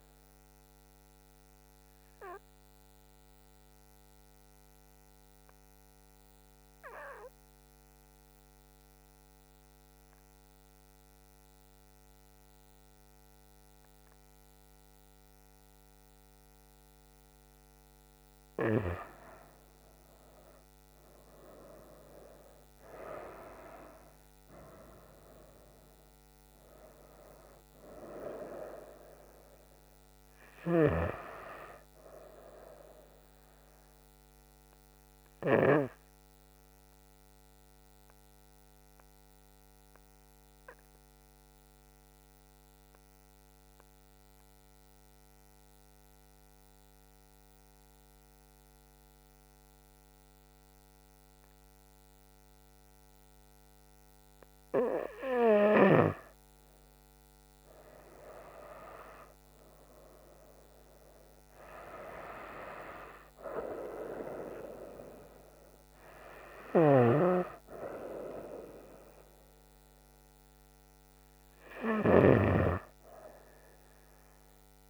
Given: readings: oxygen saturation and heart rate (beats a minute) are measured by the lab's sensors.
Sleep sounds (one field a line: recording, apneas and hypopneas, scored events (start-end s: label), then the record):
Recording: breathing in sleep by a microphone on the trachea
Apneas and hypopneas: 2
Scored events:
0.00-2.50 s: oxygen desaturation (device-marked, oxygen 91% lowest, heart rate 68 extreme)
4.00-19.00 s: mixed apnea (oxygen 96% before, 91% lowest, heart rate 72 before, 64 extreme, up 10 after)
21.00-24.50 s: arousal
21.50-41.50 s: oxygen desaturation (device-marked, oxygen 96% before, 92% lowest, heart rate 69 before, 64 extreme)
37.00-55.50 s: mixed apnea (oxygen 96% before, 91% lowest, heart rate 73 before, 64 extreme, up 9 after)
57.50-61.00 s: arousal
57.50-74.50 s: oxygen desaturation (device-marked, oxygen 97% before, 91% lowest, heart rate 67 before, 68 extreme)
From the record:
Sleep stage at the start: N2 (light sleep)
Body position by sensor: on the back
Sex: female